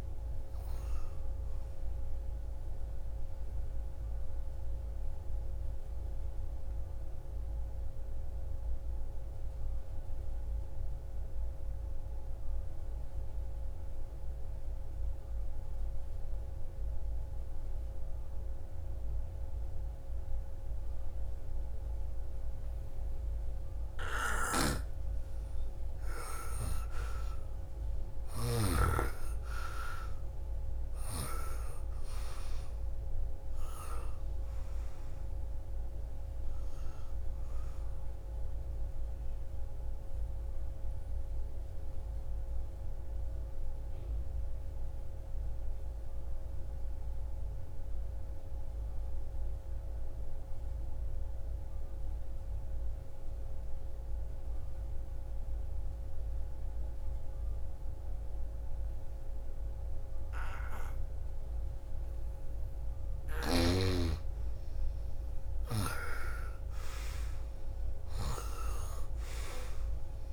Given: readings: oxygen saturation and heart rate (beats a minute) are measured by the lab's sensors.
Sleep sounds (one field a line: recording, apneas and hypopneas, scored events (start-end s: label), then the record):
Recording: breathing in sleep by a room microphone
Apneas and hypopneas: 2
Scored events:
0.00-8.50 s: oxygen desaturation (device-marked, oxygen 89% lowest, heart rate 52 extreme)
5.00-23.00 s: obstructive apnea (oxygen 99% before, 84% lowest, heart rate 62 before, 52 extreme, up 4 after)
20.50-43.50 s: oxygen desaturation (device-marked, oxygen 99% before, 85% lowest, heart rate 59 before, 52 extreme)
24.00-28.50 s: snoring (device-marked)
26.00-31.00 s: arousal
40.00-63.00 s: obstructive apnea (oxygen 99% before, 84% lowest, heart rate 63 before, 49 extreme, up 5 after)
57.50-70.33 s: oxygen desaturation (device-marked, oxygen 98% before, 84% lowest, heart rate 60 before, 49 extreme)
64.00-67.50 s: arousal
From the record:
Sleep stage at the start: N2 (light sleep)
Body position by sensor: on the right side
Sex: female